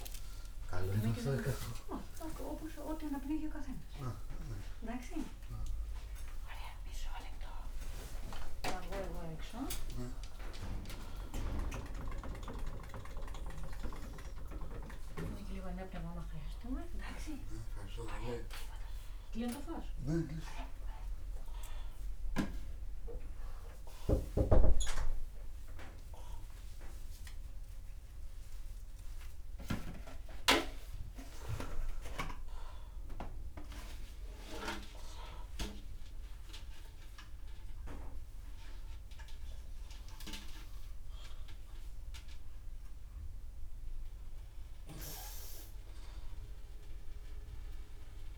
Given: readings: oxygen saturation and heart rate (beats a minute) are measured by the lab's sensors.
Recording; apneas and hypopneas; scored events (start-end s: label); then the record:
a person awake in a sleep study, by a room microphone; none
none scored
From the record:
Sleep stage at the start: awake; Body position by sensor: upright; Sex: male